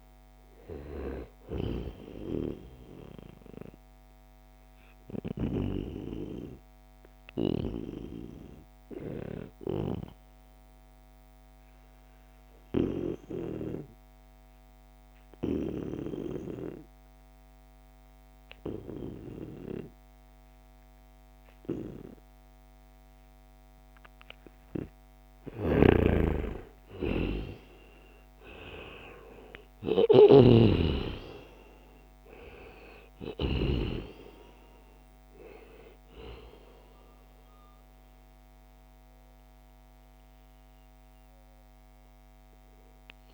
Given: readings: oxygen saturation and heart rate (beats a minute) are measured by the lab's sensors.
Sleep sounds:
breathing in sleep by a microphone on the trachea; 1
3.50-24.00 s: obstructive apnea (oxygen 98% before, 90% lowest, heart rate 74 before, 69 extreme, up 6 after)
19.00-43.34 s: oxygen desaturation (device-marked, oxygen 96% before, 90% lowest, heart rate 74 before, 69 extreme)
25.00-29.00 s: arousal
25.00-30.00 s: snoring (device-marked)
From the record:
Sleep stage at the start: N2 (light sleep); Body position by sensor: on the back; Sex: male

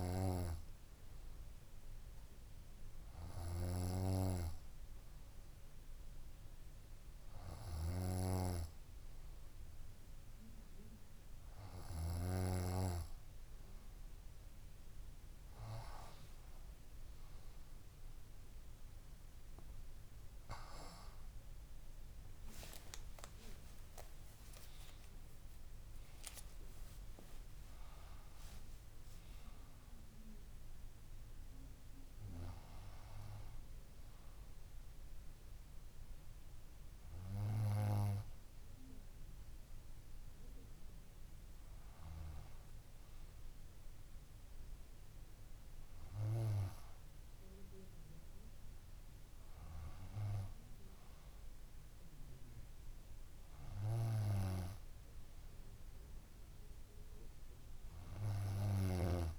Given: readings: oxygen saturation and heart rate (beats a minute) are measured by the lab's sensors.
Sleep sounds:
breathing in sleep by a room microphone; none
19.00-21.00 s: long interval between heartbeats (device-marked, heart rate 63 before, 75 extreme)
22.50-29.00 s: arousal
26.00-28.00 s: long interval between heartbeats (device-marked, heart rate 67 before, 75 extreme)
33.50-43.50 s: bradycardia (device-marked, heart rate 69 before, 57 extreme)
From the record:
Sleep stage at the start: N2 (light sleep); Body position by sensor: on the front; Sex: female

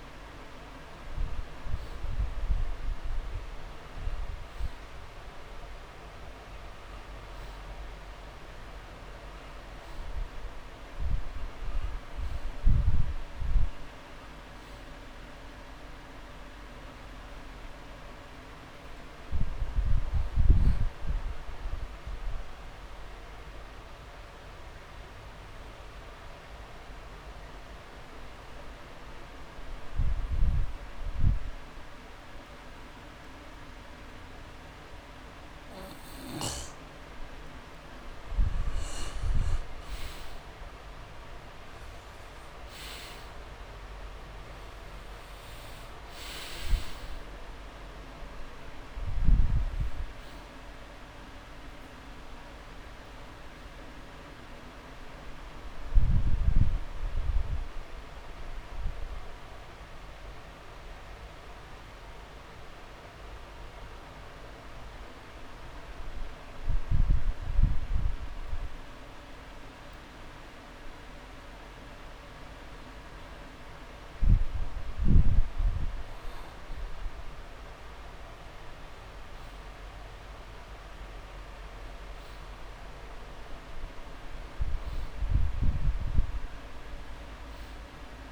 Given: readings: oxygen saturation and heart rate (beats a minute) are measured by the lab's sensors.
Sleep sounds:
breathing in sleep, hard to hear, by a room microphone; 2
0.00-2.50 s: arousal
20.50-38.50 s: obstructive apnea (oxygen 96% before, 89% lowest)
41.50-45.50 s: arousal
43.00-85.00 s: oxygen desaturation (device-marked, oxygen 97% before, 89% lowest)
57.50-70.50 s: hypopnea (oxygen 97% before, 89% lowest)
72.50-75.00 s: arousal
From the record:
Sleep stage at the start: N2 (light sleep); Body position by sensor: on the back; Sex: male

